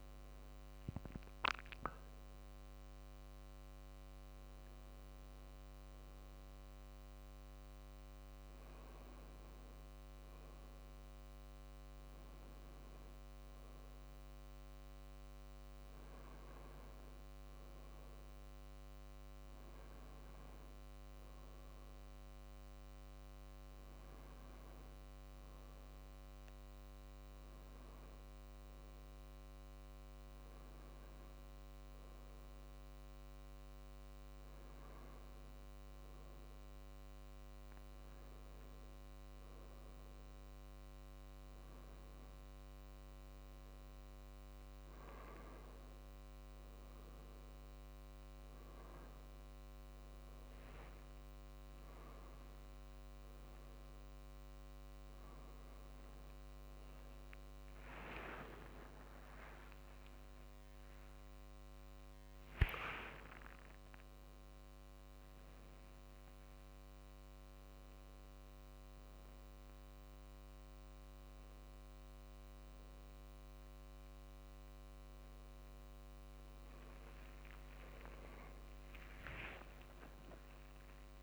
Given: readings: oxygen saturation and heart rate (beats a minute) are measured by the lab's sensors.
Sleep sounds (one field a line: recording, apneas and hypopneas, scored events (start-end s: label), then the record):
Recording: a person awake in a sleep study, hard to hear, by a microphone on the trachea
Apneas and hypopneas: none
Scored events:
56.00-58.00 s: long interval between heartbeats (device-marked, heart rate 58 before, 68 extreme)
60.00-62.00 s: long interval between heartbeats (device-marked, heart rate 60 before, 90 extreme)
78.50-80.50 s: long interval between heartbeats (device-marked, heart rate 72 before, 68 extreme)
From the record:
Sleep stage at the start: awake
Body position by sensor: on the right side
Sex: male